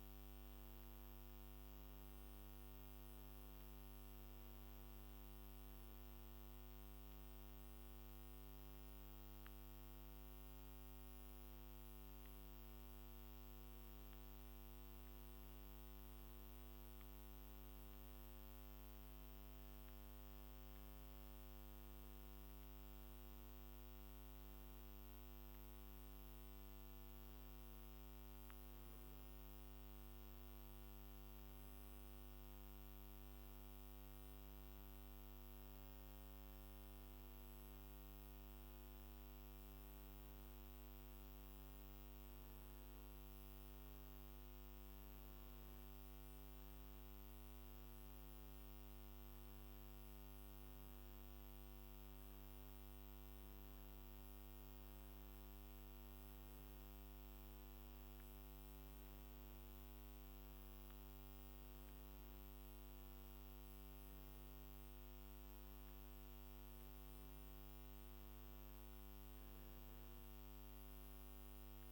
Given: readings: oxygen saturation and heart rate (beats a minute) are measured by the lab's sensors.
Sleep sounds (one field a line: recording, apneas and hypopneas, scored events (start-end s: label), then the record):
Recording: a person awake in a sleep study, hard to hear, by a microphone on the trachea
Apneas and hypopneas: none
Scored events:
none scored
From the record:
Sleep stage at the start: awake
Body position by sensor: on the back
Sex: male